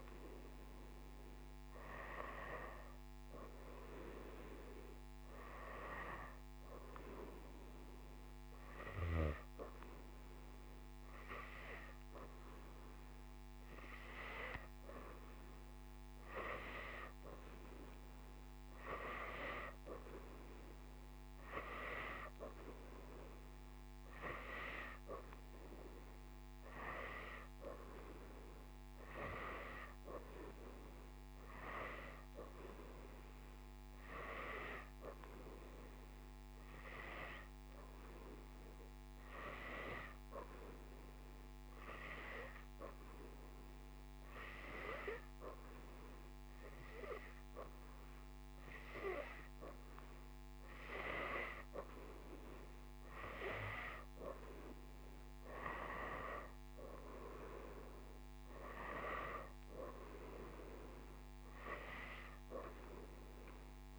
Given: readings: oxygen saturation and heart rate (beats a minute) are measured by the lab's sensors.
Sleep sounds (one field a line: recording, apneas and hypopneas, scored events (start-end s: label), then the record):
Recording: breathing in sleep by a microphone on the trachea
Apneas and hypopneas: 1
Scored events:
0.00-6.00 s: oxygen desaturation (device-marked, oxygen 91% lowest, heart rate 85 extreme)
24.00-30.00 s: oxygen desaturation (device-marked, oxygen 95% before, 92% lowest, heart rate 86 before, 85 extreme)
30.00-34.50 s: arousal
39.00-51.50 s: hypopnea (oxygen 95% before, 88% lowest, heart rate 86 before, 85 extreme, up 0 after)
52.00-63.99 s: oxygen desaturation (device-marked, oxygen 94% before, 90% lowest, heart rate 86 before, 85 extreme)
53.50-56.50 s: arousal
From the record:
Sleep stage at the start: N2 (light sleep)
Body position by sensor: upright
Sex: female